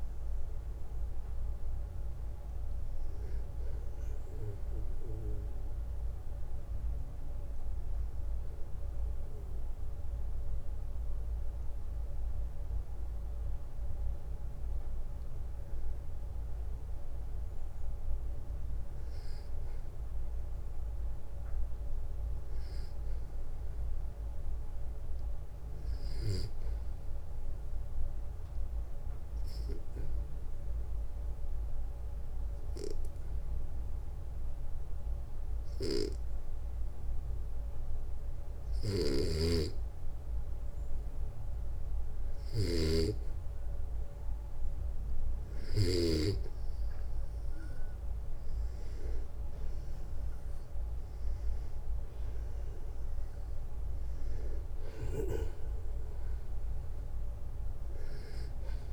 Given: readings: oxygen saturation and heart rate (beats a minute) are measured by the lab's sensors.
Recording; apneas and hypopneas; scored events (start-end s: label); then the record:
breathing in sleep by a room microphone; 2
7.50-20.00 s: obstructive apnea (oxygen 95% before, 90% lowest, heart rate 66 before, 58 extreme, up 1 after)
12.50-24.50 s: oxygen desaturation (device-marked, oxygen 95% before, 90% lowest, heart rate 65 before, 58 extreme)
22.50-25.50 s: arousal
28.00-41.00 s: obstructive apnea (oxygen 98% before, 93% lowest, heart rate 59 before, 59 extreme, up 2 after)
38.00-45.50 s: snoring (device-marked)
43.00-46.50 s: arousal
From the record:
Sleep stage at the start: N2 (light sleep); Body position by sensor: on the back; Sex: male